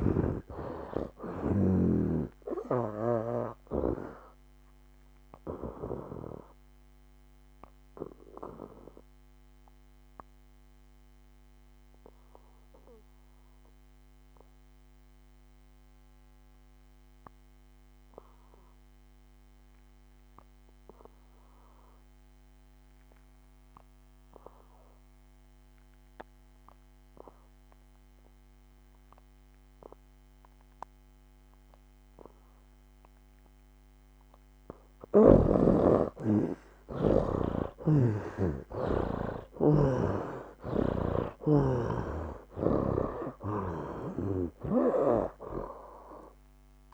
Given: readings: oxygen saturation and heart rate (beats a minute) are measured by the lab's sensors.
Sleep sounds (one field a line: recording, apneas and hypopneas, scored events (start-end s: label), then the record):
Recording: breathing in sleep by a microphone on the trachea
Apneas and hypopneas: 1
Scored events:
0.00-3.50 s: snoring (device-marked)
0.00-26.50 s: oxygen desaturation (device-marked, oxygen 73% lowest, heart rate 64 extreme)
7.50-34.50 s: mixed apnea (oxygen 99% before, 73% lowest, heart rate 74 before, 64 extreme, up 10 after)
28.50-46.94 s: oxygen desaturation (device-marked, oxygen 99% before, 73% lowest, heart rate 67 before, 64 extreme)
37.50-41.00 s: arousal
37.50-41.00 s: snoring (device-marked)
From the record:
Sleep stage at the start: N2 (light sleep)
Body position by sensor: on the back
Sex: male